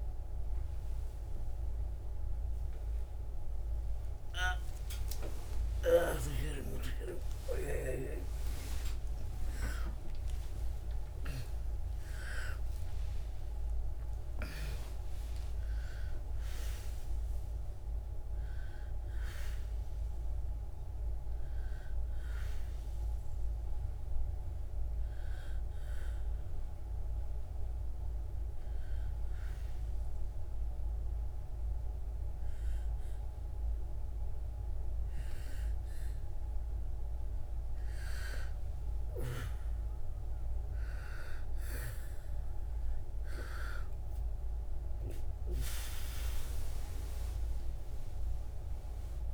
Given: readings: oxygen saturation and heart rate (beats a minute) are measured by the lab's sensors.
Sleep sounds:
a person partly awake in a sleep study, by a room microphone; 1
0.00-8.50 s: oxygen desaturation (device-marked, oxygen 82% lowest, heart rate 65 extreme)
8.50-49.34 s: new sleep stage, N1 (lightest sleep)
24.50-36.50 s: hypopnea (oxygen 98% before, 88% lowest, heart rate 109 before, 65 extreme, up 6 after)
39.00-43.00 s: arousal
43.50-49.34 s: oxygen desaturation (device-marked, oxygen 97% before, 92% lowest, heart rate 67 before, 67 extreme)
From the record:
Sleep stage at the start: awake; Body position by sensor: on the back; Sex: female

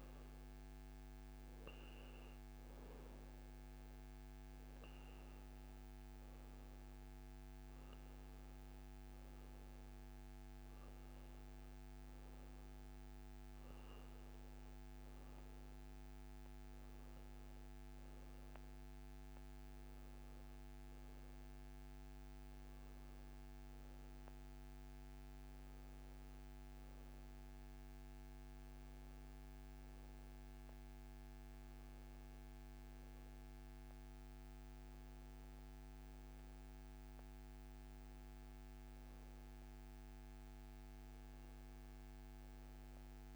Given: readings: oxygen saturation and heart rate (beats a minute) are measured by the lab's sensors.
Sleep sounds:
breathing in sleep, hard to hear, by a microphone on the trachea; none
none scored
From the record:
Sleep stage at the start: N1 (lightest sleep); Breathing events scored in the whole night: 268 in 4.1 hours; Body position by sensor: on the back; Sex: male

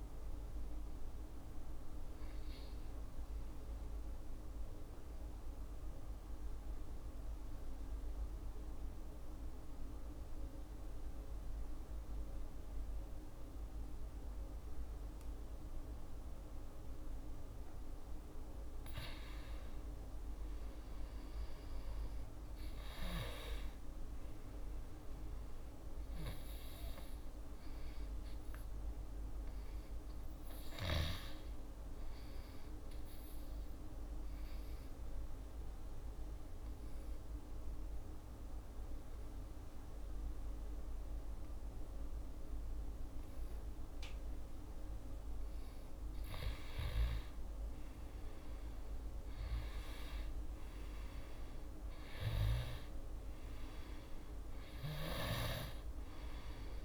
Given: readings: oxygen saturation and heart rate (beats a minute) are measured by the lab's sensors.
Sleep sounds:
breathing in sleep by a room microphone; 2
2.00-17.00 s: obstructive apnea (oxygen 98% before, 92% lowest, heart rate 69 before, 61 extreme, up 4 after)
19.50-23.50 s: arousal
26.50-43.50 s: obstructive apnea (oxygen 98% before, 87% lowest, heart rate 63 before, 63 extreme, up 7 after)
29.50-41.50 s: oxygen desaturation (device-marked, oxygen 98% before, 94% lowest, heart rate 63 before, 63 extreme)
45.00-49.50 s: arousal
54.50-56.85 s: oxygen desaturation (device-marked, oxygen 97% before, 92% lowest, heart rate 67 before, 62 extreme)
From the record:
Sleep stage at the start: N2 (light sleep); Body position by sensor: on the back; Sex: male

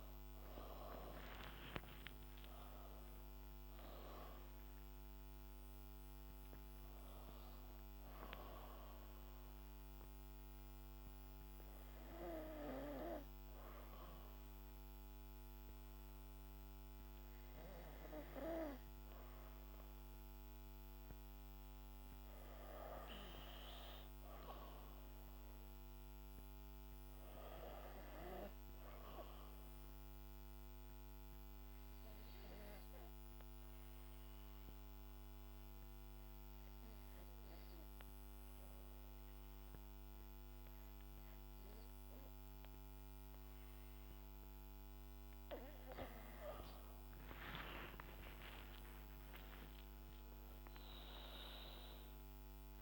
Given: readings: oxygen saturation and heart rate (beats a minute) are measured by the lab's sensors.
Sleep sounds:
breathing in sleep by a microphone on the trachea; 2
0.00-4.00 s: arousal
1.00-19.00 s: oxygen desaturation (device-marked, oxygen 95% before, 90% lowest, heart rate 65 before, 57 extreme)
8.50-19.50 s: hypopnea (oxygen 97% before, 88% lowest, heart rate 66 before, 57 extreme, up 5 after)
23.50-27.00 s: arousal
29.00-36.00 s: oxygen desaturation (device-marked, oxygen 98% before, 95% lowest, heart rate 66 before, 55 extreme)
30.50-44.00 s: obstructive apnea (oxygen 98% before, 88% lowest, heart rate 66 before, 55 extreme, up 15 after)
46.00-52.81 s: oxygen desaturation (device-marked, oxygen 96% before, 88% lowest, heart rate 63 before, 62 extreme)
46.50-50.00 s: arousal
From the record:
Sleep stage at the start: N2 (light sleep); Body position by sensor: on the back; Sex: female

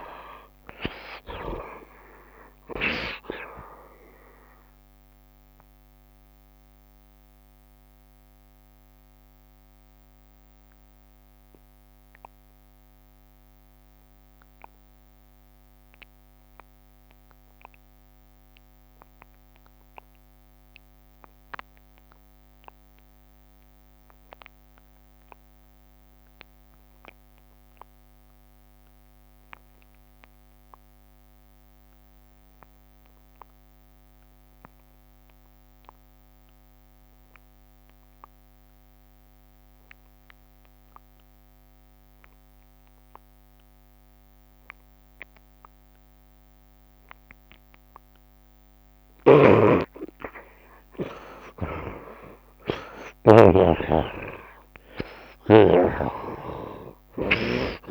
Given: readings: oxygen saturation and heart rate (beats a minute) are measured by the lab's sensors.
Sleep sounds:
breathing in sleep by a microphone on the trachea; 1
0.00-18.50 s: oxygen desaturation (device-marked, oxygen 51% lowest, heart rate 72 extreme)
6.50-47.50 s: obstructive apnea (oxygen 83% before, 51% lowest, heart rate 80 before, 72 extreme, up 44 after)
20.50-57.91 s: oxygen desaturation (device-marked, oxygen 85% before, 51% lowest, heart rate 79 before, 71 extreme)
49.50-54.00 s: snoring (device-marked)
50.00-55.00 s: arousal
50.50-56.50 s: tachycardia (device-marked, heart rate 77 before, 120 extreme)
52.00-54.00 s: long interval between heartbeats (device-marked, heart rate 75 before, 93 extreme)
54.00-56.00 s: long interval between heartbeats (device-marked, heart rate 77 before, 118 extreme)
From the record:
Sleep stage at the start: N2 (light sleep); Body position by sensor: on the right side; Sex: male

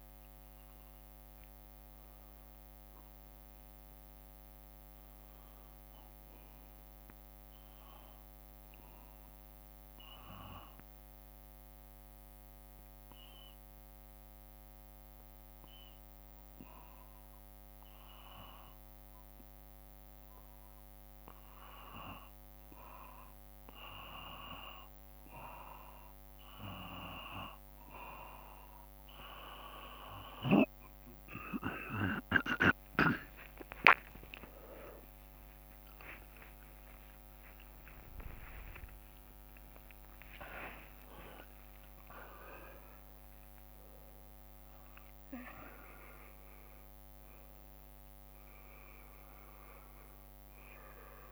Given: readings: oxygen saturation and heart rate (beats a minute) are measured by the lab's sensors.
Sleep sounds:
breathing in sleep by a microphone on the trachea; 1
11.00-23.50 s: hypopnea (oxygen 95% before, 91% lowest, heart rate 56 before, 53 extreme, up 4 after)
28.50-40.50 s: oxygen desaturation (device-marked, oxygen 94% before, 91% lowest, heart rate 54 before, 57 extreme)
32.50-40.50 s: tachycardia (device-marked, heart rate 55 before, 179 extreme)
33.50-39.00 s: arousal
33.50-51.32 s: new sleep stage, N1 (lightest sleep)
34.50-36.50 s: long interval between heartbeats (device-marked, heart rate 56 before, 99 extreme)
36.50-46.50 s: drop in pulse transit time (device-marked, heart rate 61 before, 87 extreme)
38.00-40.00 s: long interval between heartbeats (device-marked, heart rate 66 before, 170 extreme)
40.50-42.50 s: long interval between heartbeats (device-marked, heart rate 84 before, 134 extreme)
From the record:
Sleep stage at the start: N2 (light sleep); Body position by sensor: on the back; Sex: male

